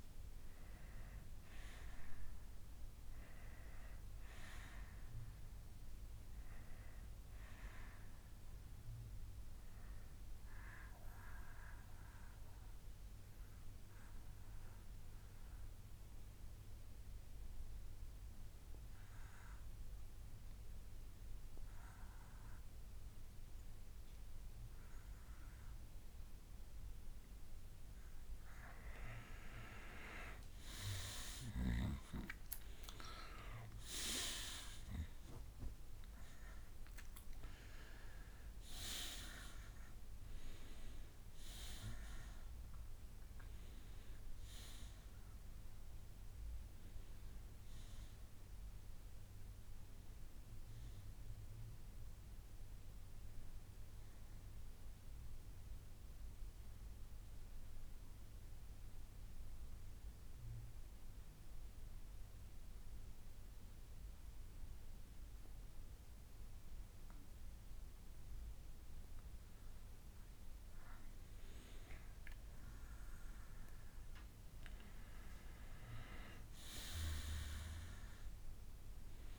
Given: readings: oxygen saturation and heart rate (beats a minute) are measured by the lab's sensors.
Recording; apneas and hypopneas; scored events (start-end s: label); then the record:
breathing in sleep by a room microphone; 2
0.00-2.00 s: oxygen desaturation (device-marked, oxygen 94% before, 90% lowest, heart rate 62 before, 49 extreme)
0.00-28.00 s: bradycardia (device-marked, heart rate 63 before, 46 extreme)
10.50-28.00 s: obstructive apnea (oxygen 94% before, 86% lowest, heart rate 60 before, 46 extreme, up 32 after)
24.00-34.00 s: oxygen desaturation (device-marked, oxygen 92% before, 89% lowest, heart rate 54 before, 46 extreme)
30.50-35.50 s: arousal
41.00-54.00 s: oxygen desaturation (device-marked, oxygen 91% before, 86% lowest, heart rate 64 before, 45 extreme)
48.00-74.00 s: bradycardia (device-marked, heart rate 62 before, 45 extreme)
57.00-70.00 s: mixed apnea (oxygen 95% before, 89% lowest, heart rate 67 before, 45 extreme, up 23 after)
73.50-76.50 s: arousal
77.00-79.39 s: oxygen desaturation (device-marked, oxygen 95% before, 89% lowest, heart rate 51 before, 45 extreme)
From the record:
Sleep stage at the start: N2 (light sleep); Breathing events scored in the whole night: 171 in 4.9 hours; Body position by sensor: on the back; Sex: male